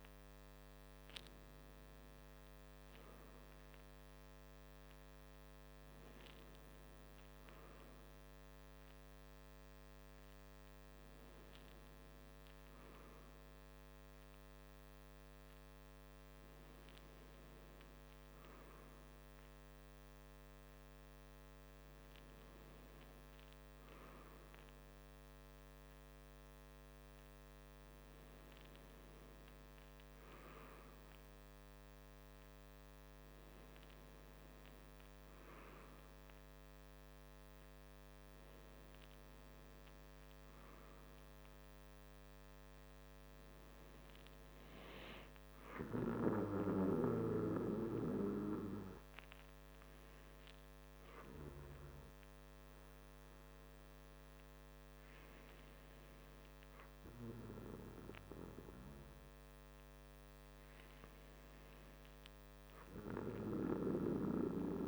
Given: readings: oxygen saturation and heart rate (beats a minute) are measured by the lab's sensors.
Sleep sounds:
breathing in sleep by a microphone on the trachea; none
none scored
From the record:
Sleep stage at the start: N2 (light sleep); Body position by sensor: on the back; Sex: male

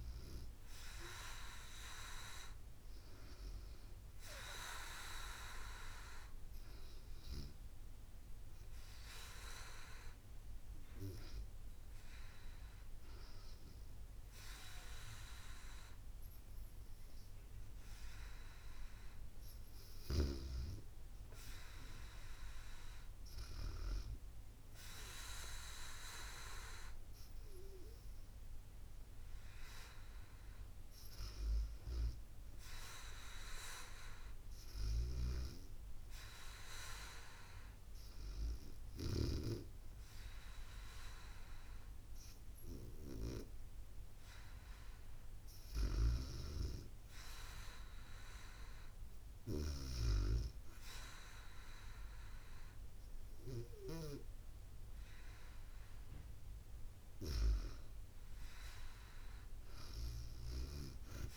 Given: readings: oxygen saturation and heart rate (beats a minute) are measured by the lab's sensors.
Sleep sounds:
breathing in sleep by a room microphone; 1
34.50-46.00 s: hypopnea (oxygen 95% before, 94% lowest, heart rate 74 before, 73 extreme, up 2 after)
51.00-54.50 s: arousal
From the record:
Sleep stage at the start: REM sleep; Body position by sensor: on the back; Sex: female

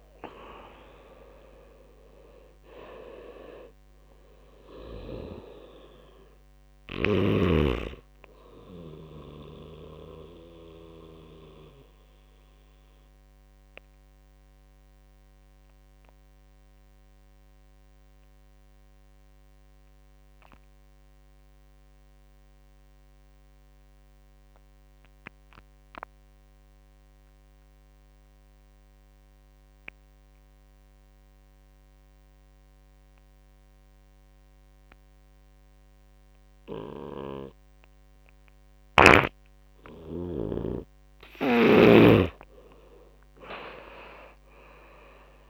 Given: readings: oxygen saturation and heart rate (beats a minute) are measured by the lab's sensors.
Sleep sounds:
breathing in sleep by a microphone on the trachea; 1
0.00-12.00 s: oxygen desaturation (device-marked, oxygen 87% lowest)
9.00-37.50 s: obstructive apnea (oxygen 98% before, 86% lowest)
33.00-45.50 s: oxygen desaturation (device-marked, oxygen 99% before, 87% lowest)
40.50-45.50 s: snoring (device-marked)
41.50-45.50 s: arousal
From the record:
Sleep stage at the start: N2 (light sleep); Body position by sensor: on the right side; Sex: male

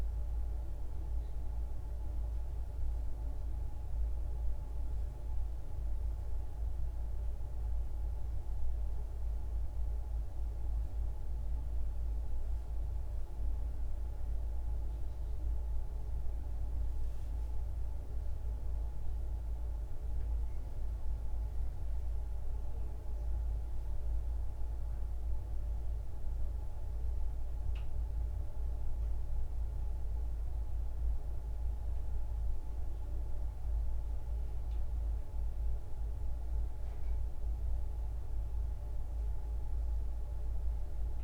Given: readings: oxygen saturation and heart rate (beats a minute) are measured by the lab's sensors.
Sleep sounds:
a person awake in a sleep study, hard to hear, by a room microphone; none
none scored
From the record:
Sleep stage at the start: awake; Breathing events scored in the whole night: 464 in 7.3 hours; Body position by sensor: on the back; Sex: female

